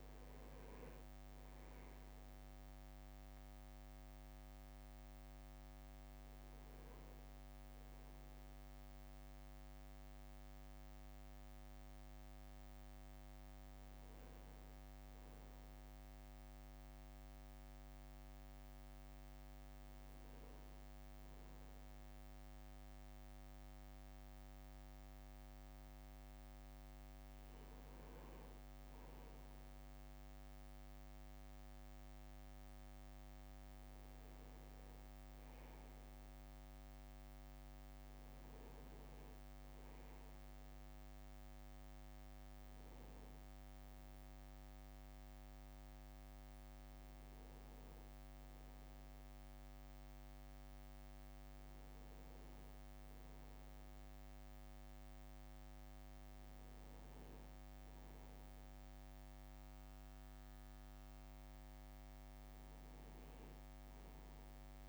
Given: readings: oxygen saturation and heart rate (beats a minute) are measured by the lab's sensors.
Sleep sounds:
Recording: breathing in sleep, hard to hear, by a microphone on the trachea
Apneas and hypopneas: none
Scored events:
0.00-1.00 s: leg movement (device-marked)
0.00-5.50 s: drop in pulse transit time (device-marked, heart rate 60 extreme)
35.50-37.00 s: leg movement (device-marked)
44.50-64.89 s: new sleep stage, N1 (lightest sleep)
45.00-49.50 s: arousal
From the record:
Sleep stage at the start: N2 (light sleep)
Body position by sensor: on the right side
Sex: male

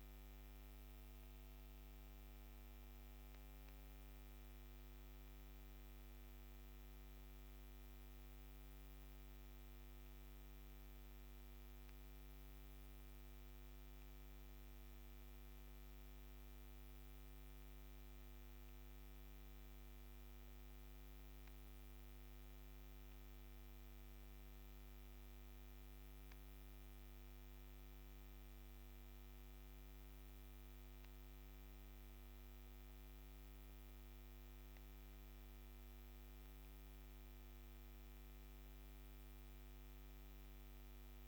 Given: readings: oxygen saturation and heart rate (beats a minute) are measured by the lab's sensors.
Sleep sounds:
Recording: breathing in sleep, hard to hear, by a microphone on the trachea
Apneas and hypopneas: none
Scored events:
none scored
From the record:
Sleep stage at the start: N2 (light sleep)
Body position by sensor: on the back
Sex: female

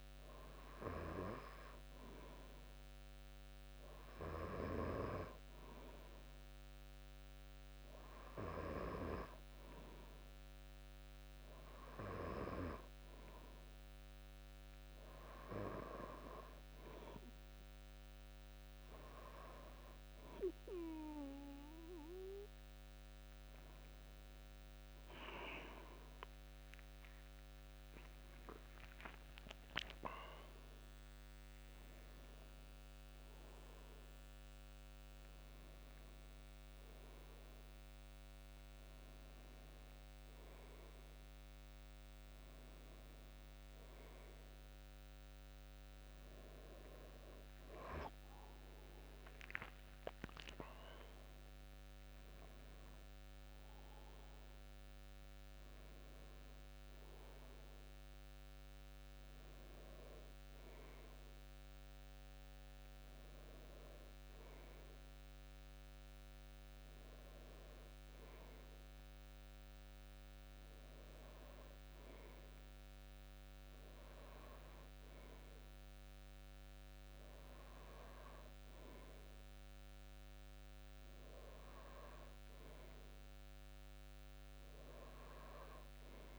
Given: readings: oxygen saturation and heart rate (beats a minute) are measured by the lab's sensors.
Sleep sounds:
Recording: breathing in sleep by a microphone on the trachea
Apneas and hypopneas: none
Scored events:
27.50-31.00 s: arousal
From the record:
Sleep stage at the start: N2 (light sleep)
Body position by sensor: on the back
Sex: male

